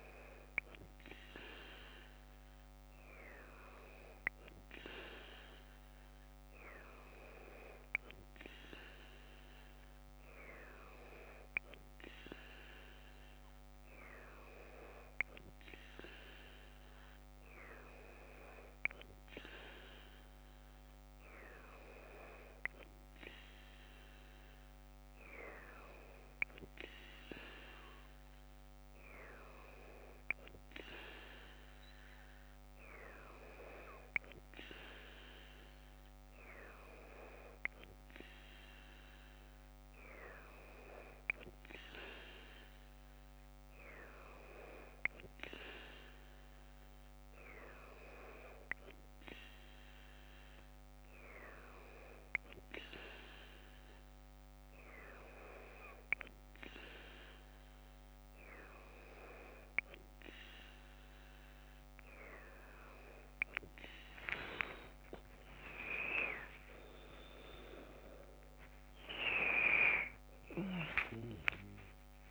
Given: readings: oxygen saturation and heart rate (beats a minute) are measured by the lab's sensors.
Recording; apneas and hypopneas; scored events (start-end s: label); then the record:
breathing in sleep by a microphone on the trachea; none
64.00-70.00 s: arousal
From the record:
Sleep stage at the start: N2 (light sleep); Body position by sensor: on the left side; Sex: female